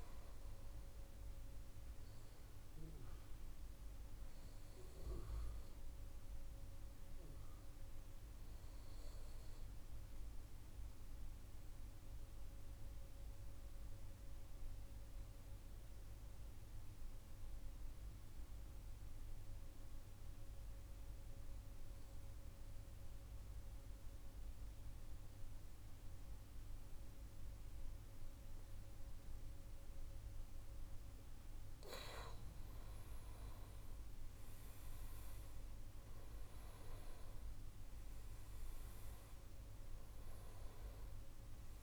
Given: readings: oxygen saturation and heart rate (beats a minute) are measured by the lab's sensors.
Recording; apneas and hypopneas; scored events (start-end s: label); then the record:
breathing in sleep, hard to hear, by a room microphone; 1
0.00-12.00 s: oxygen desaturation (device-marked, oxygen 91% lowest, heart rate 76 extreme)
4.00-32.00 s: obstructive apnea (oxygen 96% before, 91% lowest, heart rate 160 before, 76 extreme)
28.00-41.83 s: oxygen desaturation (device-marked, oxygen 98% before, 91% lowest, heart rate 122 before, 78 extreme)
33.50-38.50 s: arousal
From the record:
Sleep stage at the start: N2 (light sleep); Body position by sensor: on the right side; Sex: male